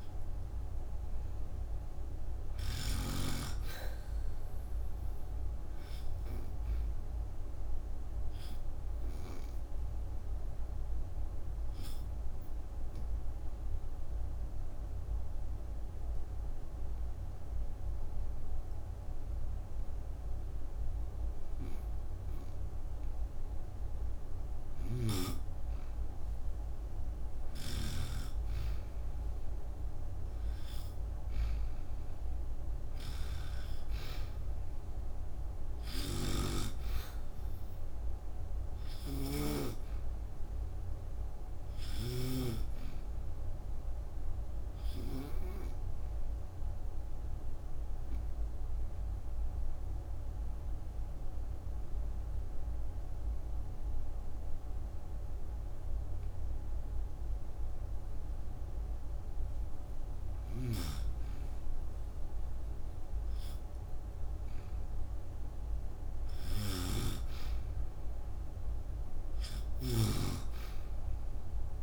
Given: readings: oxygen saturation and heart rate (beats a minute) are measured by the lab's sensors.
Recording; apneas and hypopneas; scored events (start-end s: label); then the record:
breathing in sleep by a room microphone; 2
0.00-3.00 s: snoring (device-marked)
3.00-32.00 s: oxygen desaturation (device-marked, oxygen 97% before, 90% lowest, heart rate 50 before, 31 extreme)
7.50-23.50 s: obstructive apnea (oxygen 97% before, 90% lowest, heart rate 50 before, 31 extreme, up 6 after)
24.50-28.00 s: snoring (device-marked)
25.50-29.00 s: arousal
35.50-42.00 s: snoring (device-marked)
45.50-61.00 s: obstructive apnea (oxygen 96% before, 91% lowest, heart rate 48 before, 44 extreme, up 11 after)
51.00-62.00 s: oxygen desaturation (device-marked, oxygen 94% before, 91% lowest, heart rate 47 before, 44 extreme)
65.00-69.50 s: arousal
69.50-71.82 s: snoring (device-marked)
From the record:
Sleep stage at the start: N2 (light sleep); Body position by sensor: on the back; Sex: female